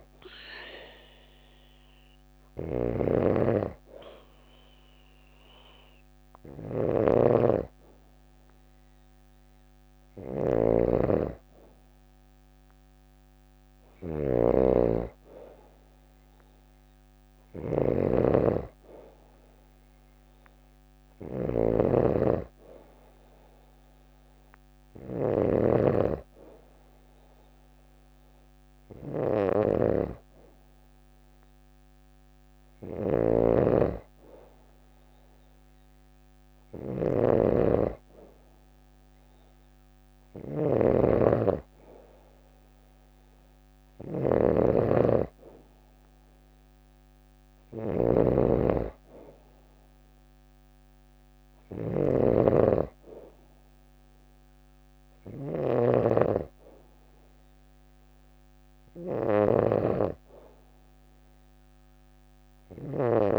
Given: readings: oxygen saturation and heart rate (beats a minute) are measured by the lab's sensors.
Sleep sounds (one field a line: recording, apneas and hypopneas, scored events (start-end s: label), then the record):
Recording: breathing in sleep by a microphone on the trachea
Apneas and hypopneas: none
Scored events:
0.00-63.39 s: snoring (device-marked)
From the record:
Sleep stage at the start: N2 (light sleep)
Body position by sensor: on the back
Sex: female